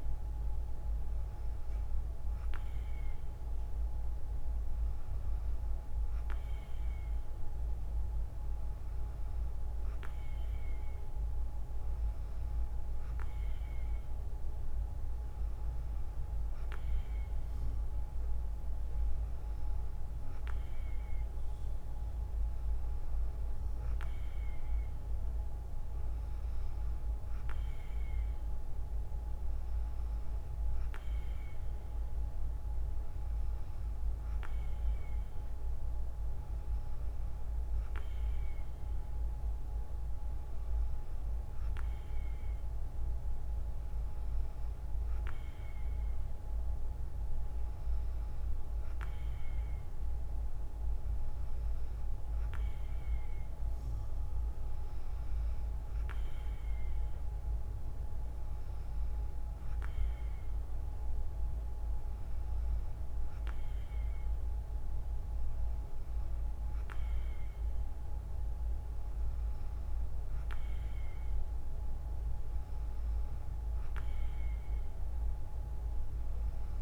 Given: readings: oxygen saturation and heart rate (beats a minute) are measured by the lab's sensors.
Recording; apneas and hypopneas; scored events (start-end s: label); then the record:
breathing in sleep, hard to hear, by a room microphone; none
7.00-76.82 s: new sleep stage, N3 (deep sleep)
From the record:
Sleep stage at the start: N2 (light sleep); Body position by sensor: on the right side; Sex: female